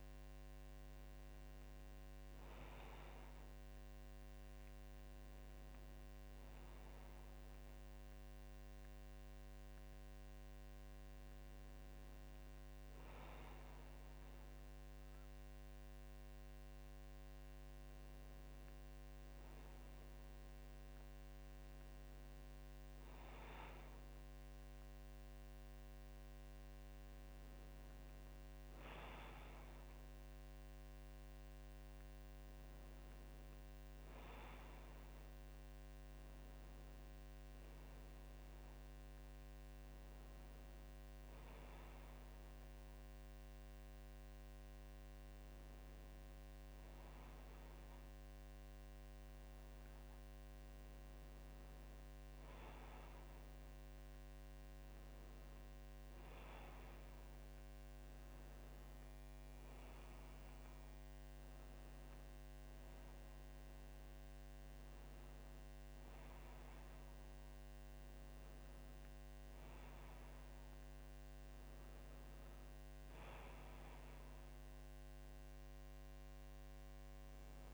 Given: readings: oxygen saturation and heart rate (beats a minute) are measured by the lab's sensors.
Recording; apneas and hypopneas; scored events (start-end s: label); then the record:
breathing in sleep, hard to hear, by a microphone on the trachea; none
none scored
From the record:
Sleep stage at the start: N2 (light sleep); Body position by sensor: on the back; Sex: female